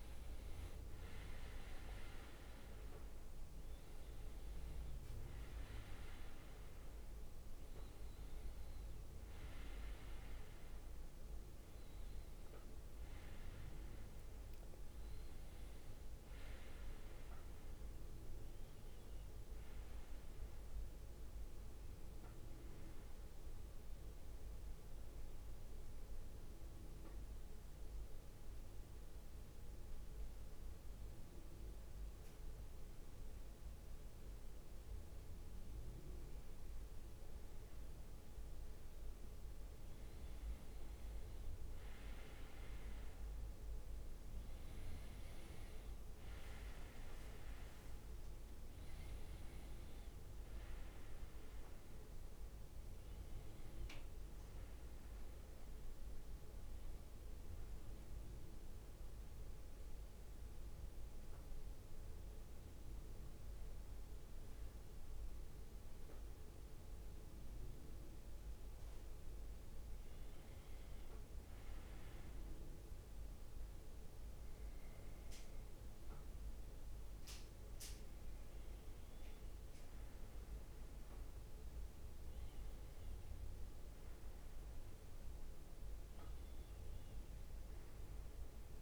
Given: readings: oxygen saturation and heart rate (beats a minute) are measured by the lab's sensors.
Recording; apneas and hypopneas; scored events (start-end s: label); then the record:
a person partly awake in a sleep study, hard to hear, by a room microphone; 2
5.50-88.82 s: new sleep stage, N1 (lightest sleep)
26.00-37.00 s: mixed apnea (oxygen 99% before, 94% lowest, heart rate 66 before, 53 extreme, up 9 after)
38.50-61.50 s: oxygen desaturation (device-marked, oxygen 98% before, 94% lowest, heart rate 58 before, 53 extreme)
46.00-48.00 s: leg movement (device-marked)
49.50-55.50 s: arousal
59.50-69.50 s: mixed apnea (heart rate 63 before, 54 extreme, up 6 after)
From the record:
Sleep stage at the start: awake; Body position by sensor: on the right side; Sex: male